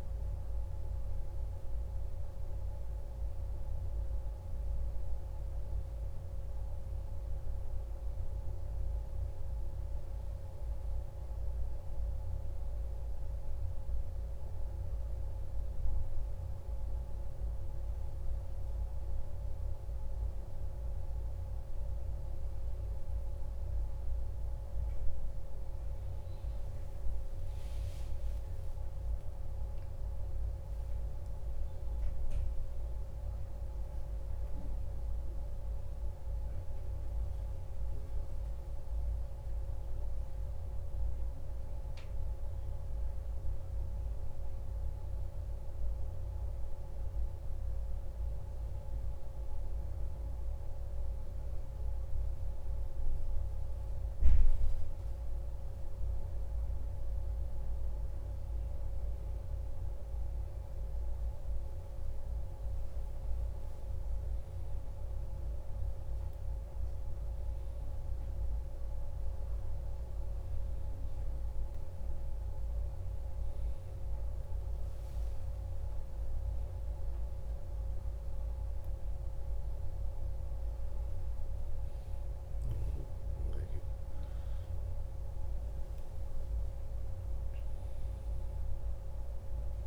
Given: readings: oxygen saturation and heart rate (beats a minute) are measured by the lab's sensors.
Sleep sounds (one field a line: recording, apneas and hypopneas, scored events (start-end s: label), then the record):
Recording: a person awake in a sleep study, hard to hear, by a room microphone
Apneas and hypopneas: none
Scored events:
none scored
From the record:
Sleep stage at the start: awake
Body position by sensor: on the back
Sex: male